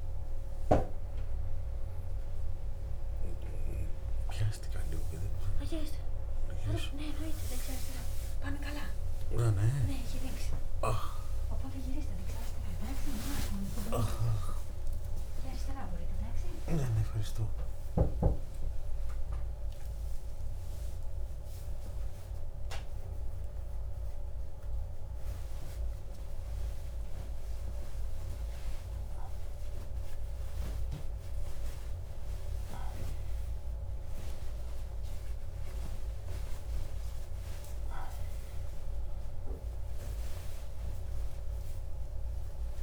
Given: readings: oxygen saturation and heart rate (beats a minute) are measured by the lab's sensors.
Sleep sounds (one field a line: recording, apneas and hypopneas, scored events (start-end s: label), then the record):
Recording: a person awake in a sleep study, by a room microphone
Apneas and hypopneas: none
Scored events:
12.50-17.50 s: tachycardia (device-marked, heart rate 58 before, 117 extreme)
From the record:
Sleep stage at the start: awake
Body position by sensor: on the right side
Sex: male